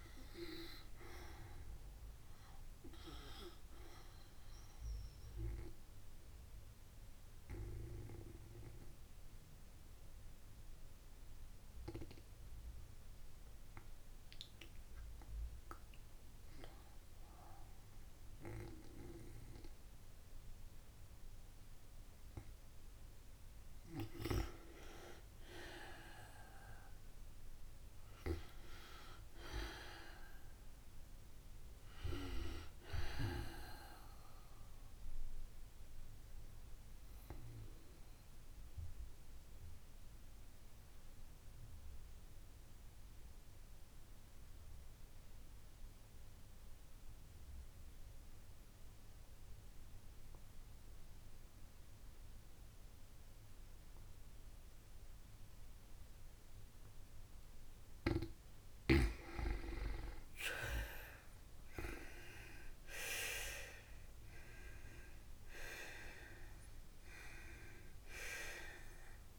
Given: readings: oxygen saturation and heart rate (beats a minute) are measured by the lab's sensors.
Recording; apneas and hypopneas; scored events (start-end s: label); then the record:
breathing in sleep by a room microphone; 2
0.00-26.50 s: oxygen desaturation (device-marked, oxygen 83% lowest, heart rate 54 extreme)
3.50-15.00 s: obstructive apnea (oxygen 98% before, 83% lowest, heart rate 64 before, 54 extreme, up 17 after)
19.00-23.00 s: arousal
35.00-57.00 s: obstructive apnea (oxygen 97% before, 83% lowest, heart rate 61 before, 55 extreme, up 11 after)
45.50-59.50 s: oxygen desaturation (device-marked, oxygen 97% before, 90% lowest, heart rate 56 before, 54 extreme)
61.00-65.00 s: arousal
67.50-69.39 s: oxygen desaturation (device-marked, oxygen 94% before, 83% lowest, heart rate 60 before, 53 extreme)
From the record:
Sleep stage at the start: N2 (light sleep); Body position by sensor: on the back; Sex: female